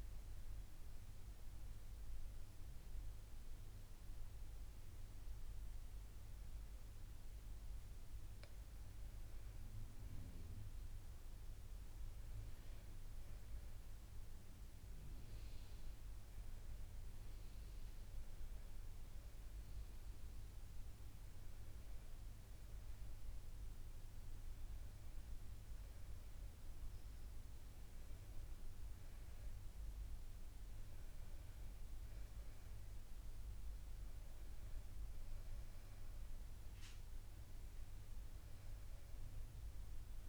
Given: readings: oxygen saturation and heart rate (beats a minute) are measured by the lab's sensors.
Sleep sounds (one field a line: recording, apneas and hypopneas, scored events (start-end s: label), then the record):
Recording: breathing in sleep, hard to hear, by a room microphone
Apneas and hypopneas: none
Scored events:
none scored
From the record:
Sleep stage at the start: N2 (light sleep)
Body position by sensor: on the back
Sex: female